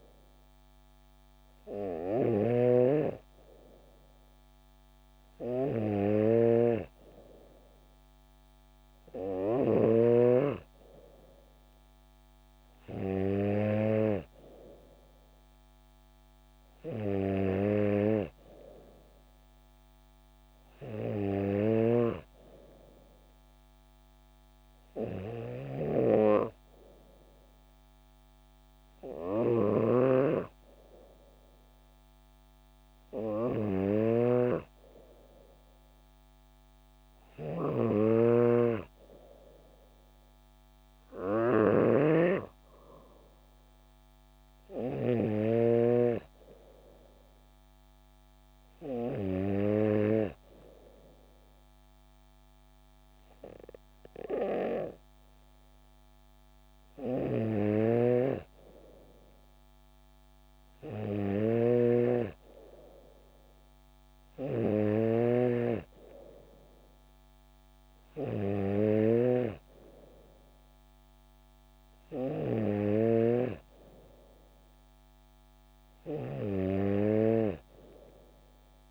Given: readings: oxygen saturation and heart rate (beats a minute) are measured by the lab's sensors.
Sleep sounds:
breathing in sleep by a microphone on the trachea; none
0.00-10.00 s: snoring (device-marked)
21.50-45.50 s: snoring (device-marked)
47.50-51.50 s: bradycardia (device-marked, heart rate 70 before, 58 extreme)
57.00-73.50 s: snoring (device-marked)
From the record:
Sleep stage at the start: N3 (deep sleep); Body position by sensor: on the back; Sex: female

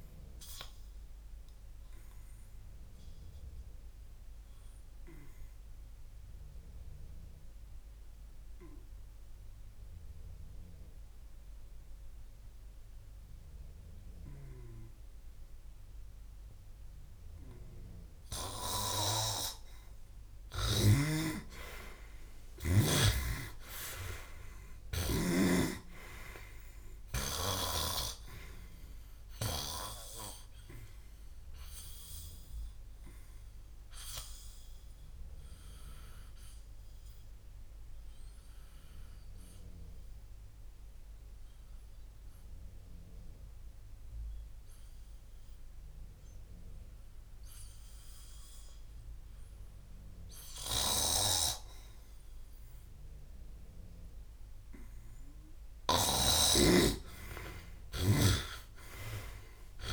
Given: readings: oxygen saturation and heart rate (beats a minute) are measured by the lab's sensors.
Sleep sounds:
breathing in sleep by a room microphone; 2
1.50-16.50 s: oxygen desaturation (device-marked, oxygen 98% before, 91% lowest, heart rate 66 before, 56 extreme)
2.50-18.50 s: obstructive apnea (oxygen 98% before, 90% lowest, heart rate 66 before, 56 extreme, up 14 after)
20.50-23.50 s: arousal
23.00-28.00 s: snoring (device-marked)
32.50-50.50 s: obstructive apnea (oxygen 95% before, 92% lowest, heart rate 62 before, 53 extreme, up 5 after)
47.50-57.50 s: oxygen desaturation (device-marked, oxygen 96% before, 92% lowest, heart rate 61 before, 53 extreme)
50.50-56.00 s: snoring (device-marked)
52.50-56.00 s: arousal
58.00-59.92 s: snoring (device-marked)
From the record:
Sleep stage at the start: N2 (light sleep); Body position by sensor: on the back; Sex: male

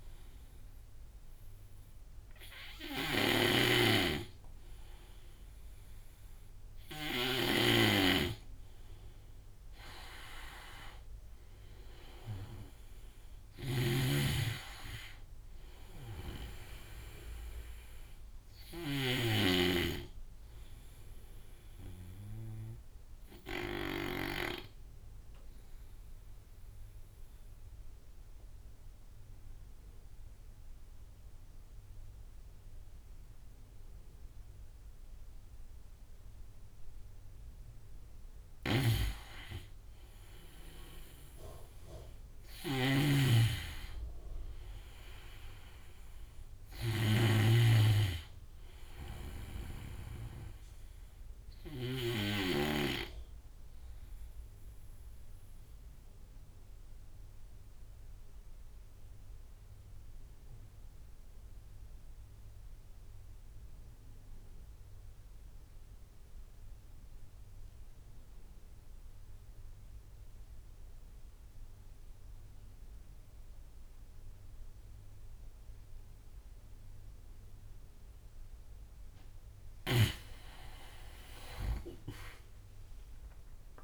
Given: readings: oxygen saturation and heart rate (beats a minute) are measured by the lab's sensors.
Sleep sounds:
breathing in sleep by a room microphone; 2
0.00-6.50 s: snoring (device-marked)
0.00-13.00 s: oxygen desaturation (device-marked, oxygen 91% lowest)
14.50-17.50 s: arousal
15.00-23.50 s: snoring (device-marked)
22.00-36.50 s: obstructive apnea (oxygen 98% before, 86% lowest)
37.50-46.50 s: snoring (device-marked)
39.00-41.50 s: arousal
53.50-78.00 s: obstructive apnea (oxygen 98% before, 86% lowest)
71.00-83.84 s: oxygen desaturation (device-marked, oxygen 97% before, 86% lowest)
80.00-83.50 s: arousal
From the record:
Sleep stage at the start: N2 (light sleep); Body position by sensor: on the right side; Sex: male

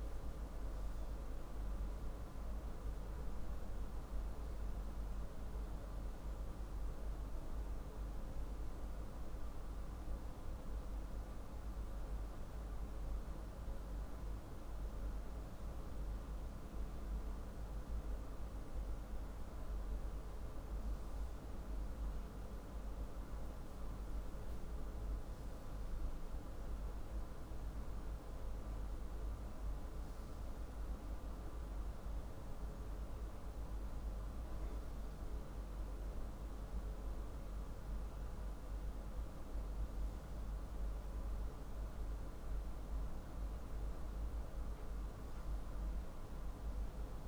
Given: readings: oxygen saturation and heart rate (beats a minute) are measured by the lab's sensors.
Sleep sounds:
breathing in sleep, hard to hear, by a room microphone; none
none scored
From the record:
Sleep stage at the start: N3 (deep sleep); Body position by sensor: on the left side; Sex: male

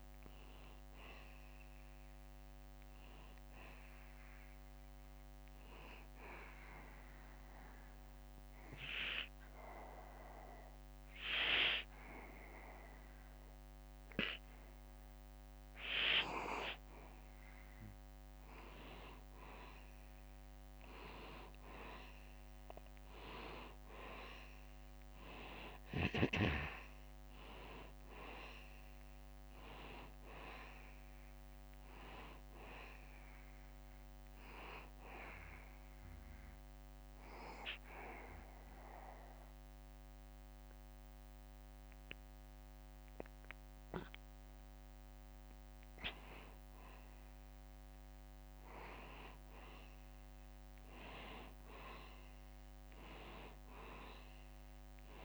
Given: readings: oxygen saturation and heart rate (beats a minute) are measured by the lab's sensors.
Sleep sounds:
breathing in sleep by a microphone on the trachea; 2
0.00-1.00 s: oxygen desaturation (device-marked, oxygen 90% lowest, heart rate 71 extreme)
5.50-17.50 s: obstructive apnea (oxygen 95% before, 90% lowest, heart rate 77 before, 71 extreme, up 0 after)
21.00-26.00 s: arousal
23.00-44.00 s: oxygen desaturation (device-marked, oxygen 94% before, 90% lowest, heart rate 73 before, 72 extreme)
37.00-47.50 s: obstructive apnea (oxygen 94% before, 87% lowest, heart rate 73 before, 72 extreme, up 1 after)
51.00-55.00 s: arousal
From the record:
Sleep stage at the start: N2 (light sleep); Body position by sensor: on the back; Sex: male

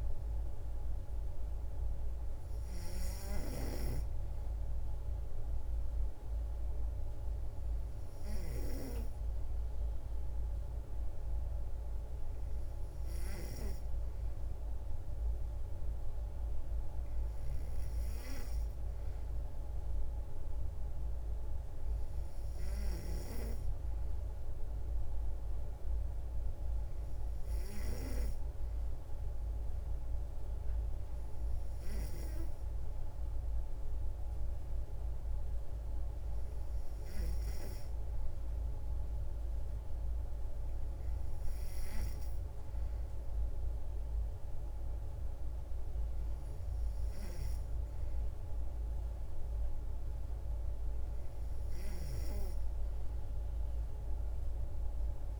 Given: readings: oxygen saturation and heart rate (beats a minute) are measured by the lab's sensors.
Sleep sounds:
breathing in sleep by a room microphone; none
0.00-3.50 s: oxygen desaturation (device-marked, oxygen 91% lowest, heart rate 56 extreme)
From the record:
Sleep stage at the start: N3 (deep sleep); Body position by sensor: on the back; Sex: female

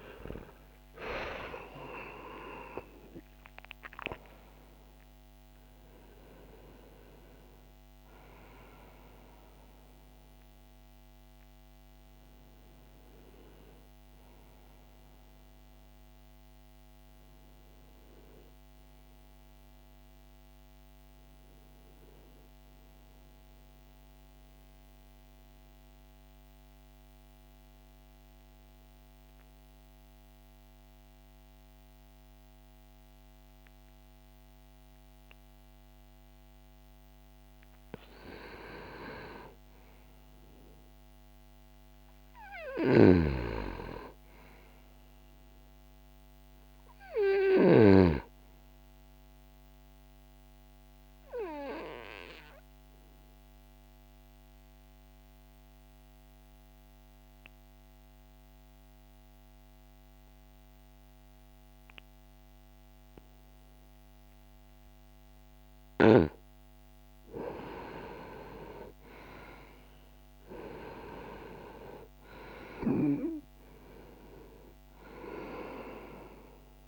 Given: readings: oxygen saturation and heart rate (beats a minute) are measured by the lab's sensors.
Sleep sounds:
breathing in sleep by a microphone on the trachea; 2
0.00-14.00 s: oxygen desaturation (device-marked, oxygen 85% lowest, heart rate 61 extreme)
21.00-30.00 s: oxygen desaturation (device-marked, oxygen 87% before, 84% lowest, heart rate 67 before, 60 extreme)
23.50-38.00 s: obstructive apnea (oxygen 93% before, 84% lowest, heart rate 68 before, 60 extreme, up 4 after)
28.00-76.88 s: new sleep stage, N2 (light sleep)
40.00-43.50 s: arousal
42.00-47.50 s: snoring (device-marked)
42.00-64.00 s: oxygen desaturation (device-marked, oxygen 100% before, 91% lowest, heart rate 66 before, 60 extreme)
48.50-65.50 s: obstructive apnea (oxygen 100% before, 85% lowest, heart rate 63 before, 60 extreme, up 1 after)
69.00-73.00 s: arousal
74.00-76.88 s: oxygen desaturation (device-marked, oxygen 94% before, 85% lowest, heart rate 60 before, 59 extreme)
From the record:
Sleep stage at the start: N1 (lightest sleep); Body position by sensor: on the right side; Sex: male

